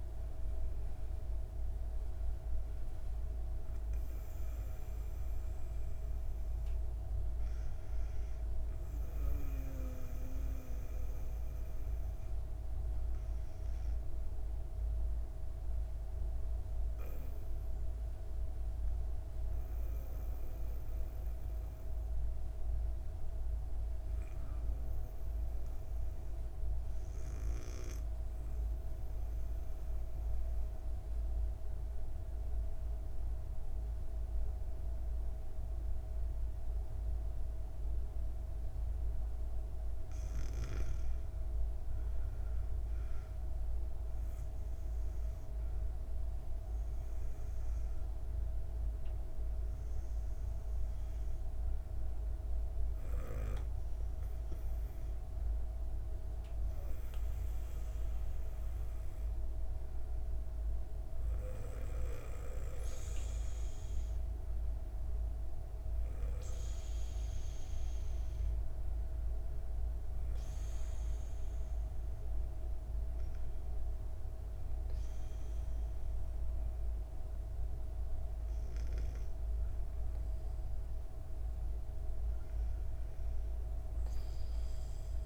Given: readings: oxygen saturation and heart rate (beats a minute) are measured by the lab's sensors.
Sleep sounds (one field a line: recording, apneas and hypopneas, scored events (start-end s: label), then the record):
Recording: breathing in sleep, hard to hear, by a room microphone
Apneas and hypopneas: 1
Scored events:
13.00-39.00 s: obstructive apnea (oxygen 97% before, 93% lowest, heart rate 65 before, 60 extreme, up 8 after)
39.00-66.00 s: oxygen desaturation (device-marked, oxygen 97% before, 93% lowest, heart rate 62 before, 60 extreme)
41.00-45.50 s: arousal
From the record:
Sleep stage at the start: N2 (light sleep)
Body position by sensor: on the back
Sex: female